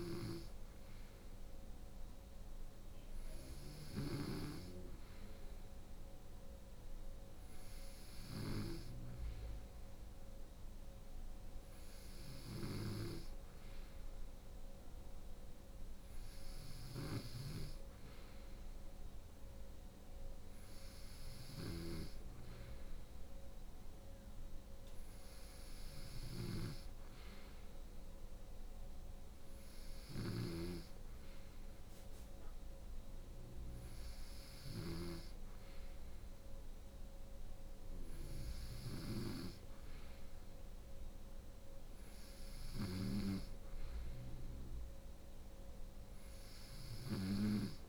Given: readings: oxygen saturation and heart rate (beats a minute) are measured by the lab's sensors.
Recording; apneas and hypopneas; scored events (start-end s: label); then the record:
breathing in sleep by a room microphone; none
0.00-47.89 s: snoring (device-marked)
From the record:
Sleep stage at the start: N2 (light sleep); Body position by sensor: on the right side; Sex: female